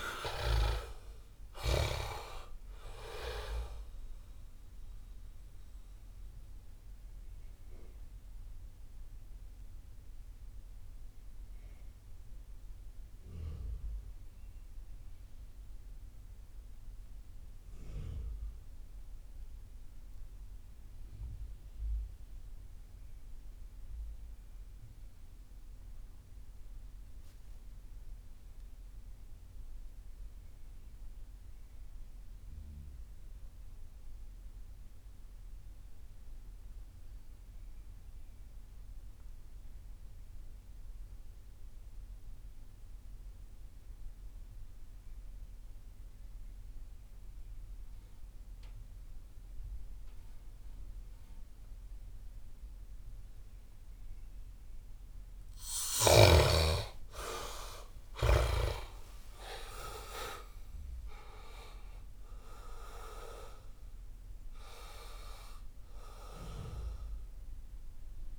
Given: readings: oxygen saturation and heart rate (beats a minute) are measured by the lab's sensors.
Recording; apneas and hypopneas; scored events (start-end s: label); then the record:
breathing in sleep by a room microphone; 1
0.00-1.50 s: snoring (device-marked)
0.00-19.50 s: oxygen desaturation (device-marked, oxygen 63% lowest)
5.50-54.00 s: mixed apnea (oxygen 93% before, 58% lowest)
28.50-68.38 s: oxygen desaturation (device-marked, oxygen 97% before, 58% lowest)
56.00-59.50 s: arousal
From the record:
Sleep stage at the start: REM sleep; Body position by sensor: on the back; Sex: male